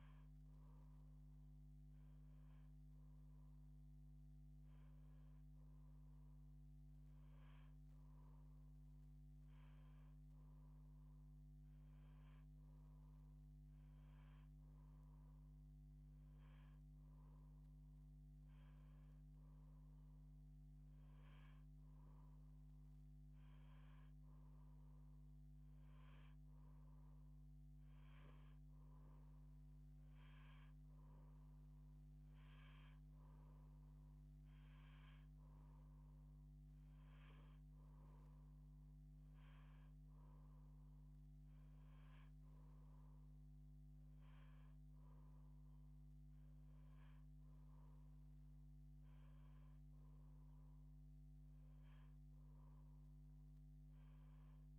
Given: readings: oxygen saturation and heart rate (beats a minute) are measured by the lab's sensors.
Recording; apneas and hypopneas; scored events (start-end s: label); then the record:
breathing in sleep, hard to hear, by a microphone on the trachea; none
none scored
From the record:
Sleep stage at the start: N1 (lightest sleep); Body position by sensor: on the back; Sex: female